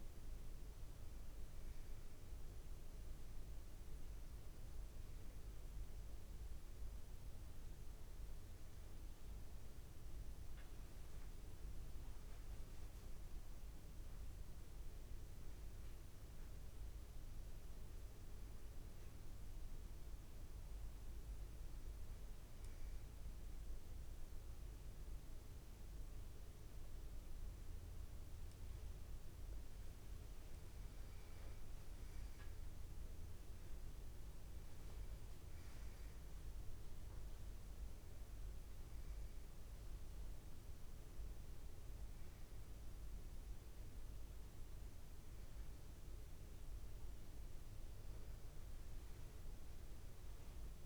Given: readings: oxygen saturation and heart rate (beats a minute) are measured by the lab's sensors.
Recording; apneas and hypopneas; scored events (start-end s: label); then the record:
a person partly awake in a sleep study, hard to hear, by a room microphone; none
5.00-35.00 s: new sleep stage, N1 (lightest sleep)
35.00-50.86 s: new sleep stage, N2 (light sleep)
From the record:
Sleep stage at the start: awake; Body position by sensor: on the back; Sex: male